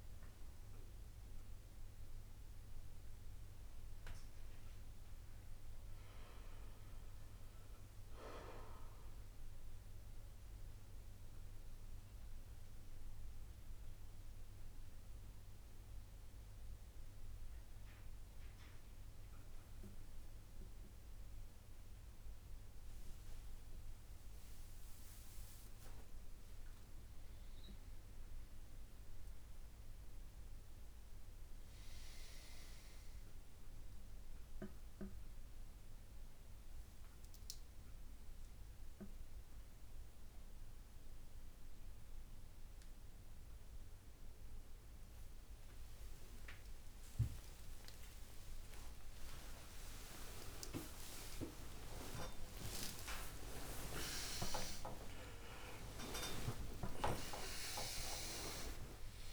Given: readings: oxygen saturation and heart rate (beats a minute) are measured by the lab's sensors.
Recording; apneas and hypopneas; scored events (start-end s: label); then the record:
a person awake in a sleep study, by a room microphone; none
0.00-4.50 s: oxygen desaturation (device-marked, oxygen 88% lowest, heart rate 78 extreme)
39.50-48.50 s: oxygen desaturation (device-marked, oxygen 96% before, 93% lowest, heart rate 93 before, 75 extreme)
From the record:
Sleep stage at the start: awake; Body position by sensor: upright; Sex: male